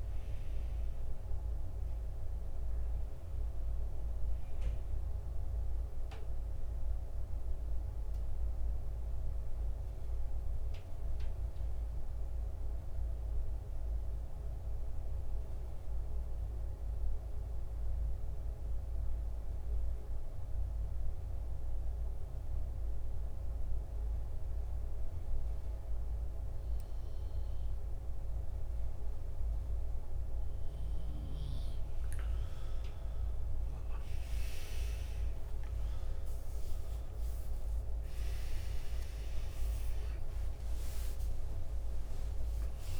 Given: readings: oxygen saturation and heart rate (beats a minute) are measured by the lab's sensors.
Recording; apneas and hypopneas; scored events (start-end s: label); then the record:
breathing in sleep, hard to hear, by a room microphone; 1
1.50-19.50 s: oxygen desaturation (device-marked, oxygen 93% before, 89% lowest, heart rate 74 before, 67 extreme)
13.50-30.50 s: mixed apnea (oxygen 93% before, 86% lowest, heart rate 78 before, 67 extreme, up 15 after)
32.50-36.00 s: arousal
35.50-43.00 s: oxygen desaturation (device-marked, oxygen 93% before, 86% lowest, heart rate 69 before, 71 extreme)
38.50-43.00 s: new sleep stage, N1 (lightest sleep)
From the record:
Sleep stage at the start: N2 (light sleep); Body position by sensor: on the back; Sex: male